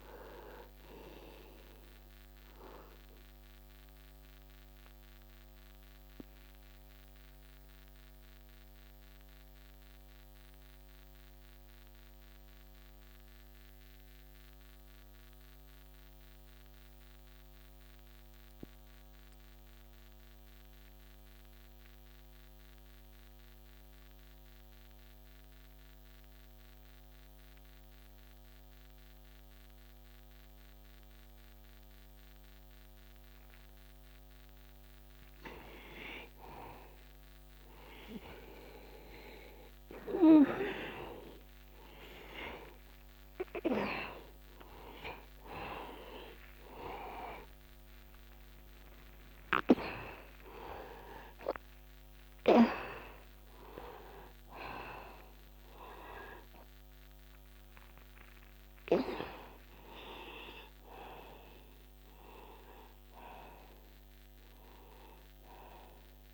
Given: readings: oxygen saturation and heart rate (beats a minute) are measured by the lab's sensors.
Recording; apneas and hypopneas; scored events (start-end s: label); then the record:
a person partly awake in a sleep study, by a microphone on the trachea; 1
0.00-1.50 s: arousal
2.00-22.00 s: oxygen desaturation (device-marked, oxygen 95% before, 87% lowest, heart rate 63 before, 61 extreme)
4.50-35.00 s: mixed apnea (oxygen 98% before, 84% lowest, heart rate 64 before, 61 extreme, up 0 after)
41.00-66.34 s: oxygen desaturation (device-marked, oxygen 98% before, 84% lowest, heart rate 61 before, 61 extreme)
43.00-66.34 s: new sleep stage, awake
From the record:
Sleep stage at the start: N2 (light sleep); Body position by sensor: on the back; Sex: male